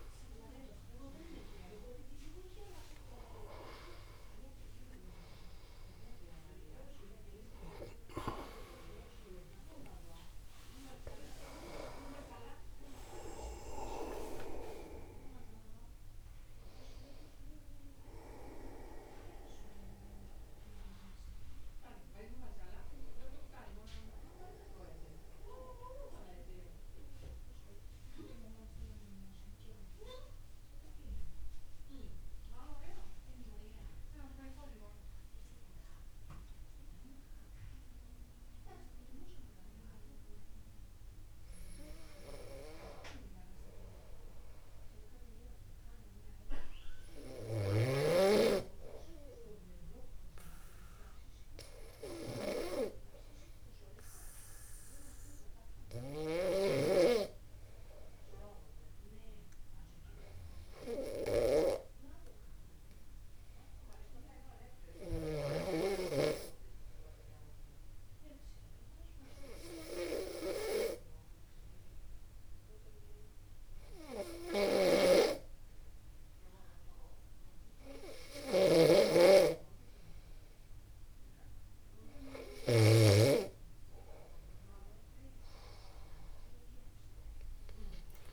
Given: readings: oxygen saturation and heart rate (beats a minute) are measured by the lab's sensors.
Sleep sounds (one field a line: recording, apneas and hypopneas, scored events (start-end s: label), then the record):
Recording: breathing in sleep by a room microphone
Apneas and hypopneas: 2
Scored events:
5.50-13.00 s: arousal
14.50-16.50 s: long interval between heartbeats (device-marked, heart rate 50 before, 78 extreme)
26.00-41.50 s: central apnea (oxygen 96% before, 92% lowest, heart rate 60 before, 48 extreme, up 0 after)
44.00-47.00 s: arousal
48.00-57.00 s: snoring (device-marked)
52.50-82.00 s: obstructive apnea (oxygen 98% before, 94% lowest, heart rate 50 before, 49 extreme, up 2 after)
75.00-83.50 s: snoring (device-marked)
76.00-78.00 s: long interval between heartbeats (device-marked, heart rate 49 before, 59 extreme)
84.50-88.33 s: arousal
From the record:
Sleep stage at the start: N2 (light sleep)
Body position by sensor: upright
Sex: male